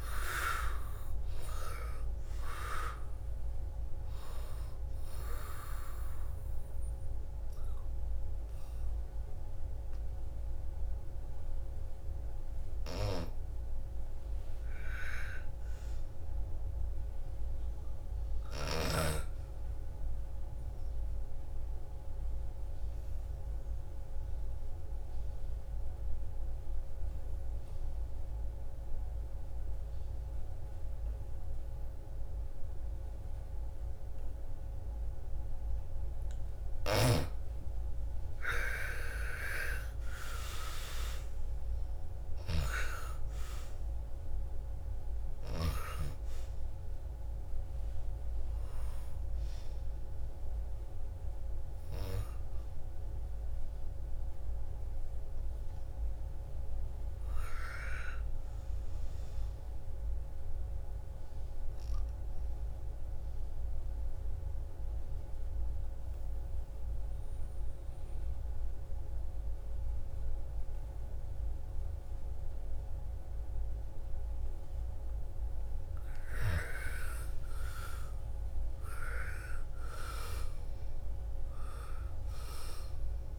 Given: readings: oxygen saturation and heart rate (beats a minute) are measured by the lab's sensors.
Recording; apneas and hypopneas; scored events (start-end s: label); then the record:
breathing in sleep by a room microphone; 2
0.00-1.00 s: arousal
0.00-18.50 s: oxygen desaturation (device-marked, oxygen 81% lowest, heart rate 57 extreme)
20.00-35.50 s: obstructive apnea (oxygen 96% before, 83% lowest, heart rate 66 before, 57 extreme, up 10 after)
36.00-40.00 s: arousal
38.50-62.50 s: oxygen desaturation (device-marked, oxygen 97% before, 83% lowest, heart rate 59 before, 56 extreme)
61.00-74.00 s: obstructive apnea (oxygen 97% before, 84% lowest, heart rate 67 before, 56 extreme, up 13 after)
76.50-82.00 s: arousal
79.50-83.39 s: oxygen desaturation (device-marked, oxygen 98% before, 89% lowest, heart rate 60 before, 56 extreme)
From the record:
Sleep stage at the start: N2 (light sleep); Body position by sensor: on the back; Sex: female